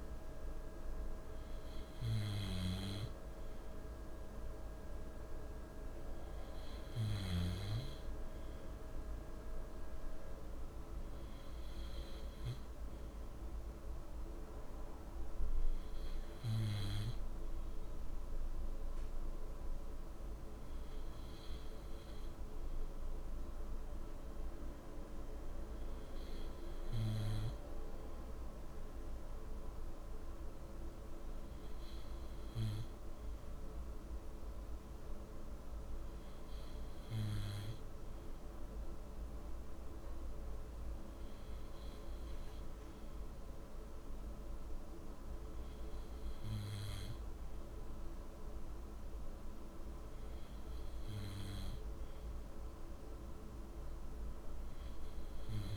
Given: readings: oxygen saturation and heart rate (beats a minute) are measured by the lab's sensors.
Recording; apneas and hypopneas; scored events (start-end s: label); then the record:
breathing in sleep, hard to hear, by a room microphone; none
none scored
From the record:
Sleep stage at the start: N2 (light sleep); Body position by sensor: on the left side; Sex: male